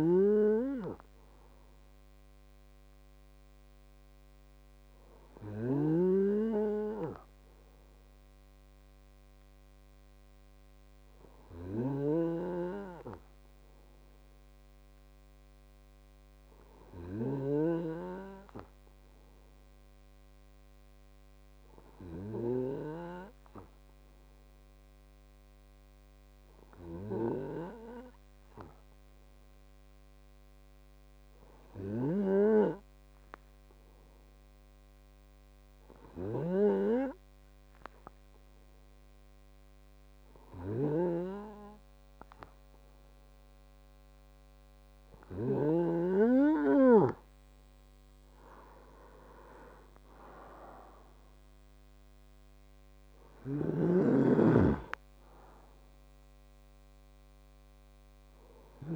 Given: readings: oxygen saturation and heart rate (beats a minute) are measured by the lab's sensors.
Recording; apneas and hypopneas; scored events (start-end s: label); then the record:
breathing in sleep by a microphone on the trachea; 1
0.00-8.00 s: oxygen desaturation (device-marked, oxygen 94% lowest, heart rate 34 extreme)
0.00-18.00 s: snoring (device-marked)
9.50-44.00 s: hypopnea (oxygen 97% before, 94% lowest, heart rate 139 before, 34 extreme)
36.50-46.00 s: snoring (device-marked)
46.00-49.00 s: arousal
53.50-58.96 s: snoring (device-marked)
From the record:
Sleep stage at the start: N2 (light sleep); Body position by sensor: on the right side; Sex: male